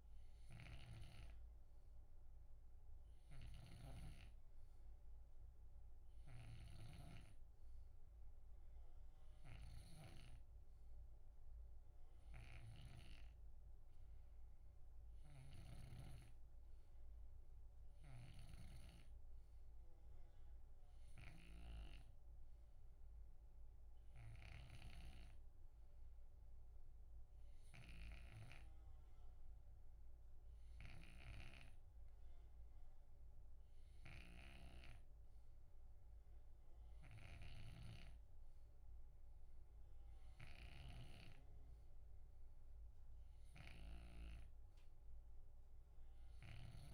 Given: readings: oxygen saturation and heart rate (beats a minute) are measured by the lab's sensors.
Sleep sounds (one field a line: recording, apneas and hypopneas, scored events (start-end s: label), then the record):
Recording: breathing in sleep by a room microphone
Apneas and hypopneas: none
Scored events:
0.00-1.00 s: snoring (device-marked)
3.00-13.00 s: snoring (device-marked)
15.00-46.94 s: snoring (device-marked)
From the record:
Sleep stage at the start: N2 (light sleep)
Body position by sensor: on the left side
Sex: male